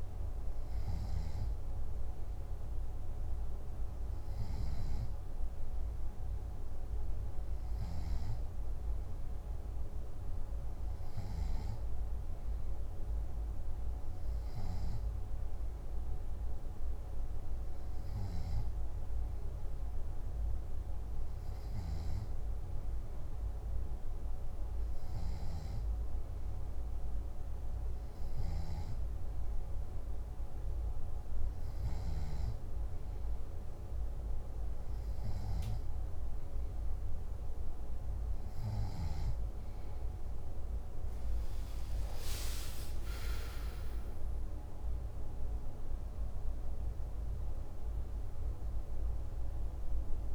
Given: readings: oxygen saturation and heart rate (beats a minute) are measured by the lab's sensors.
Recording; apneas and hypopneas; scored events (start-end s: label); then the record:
breathing in sleep, hard to hear, by a room microphone; none
40.00-50.35 s: new sleep stage, N2 (light sleep)
42.50-47.00 s: arousal
From the record:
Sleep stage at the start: N3 (deep sleep); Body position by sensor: on the back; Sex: male